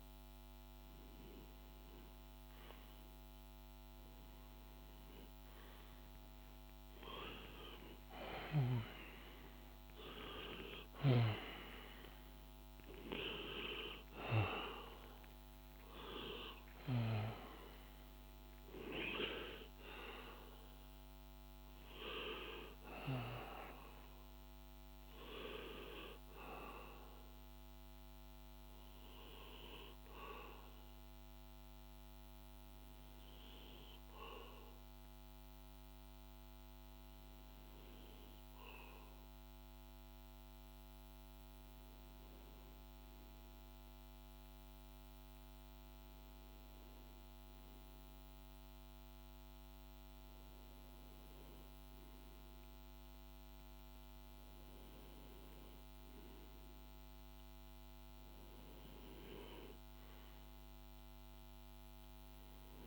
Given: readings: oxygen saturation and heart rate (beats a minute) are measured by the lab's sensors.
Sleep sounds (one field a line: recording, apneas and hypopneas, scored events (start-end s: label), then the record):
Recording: breathing in sleep by a microphone on the trachea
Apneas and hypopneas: none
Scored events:
6.00-10.50 s: arousal
11.00-16.00 s: oxygen desaturation (device-marked, oxygen 96% before, 93% lowest)
From the record:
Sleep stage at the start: REM sleep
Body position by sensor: on the back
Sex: male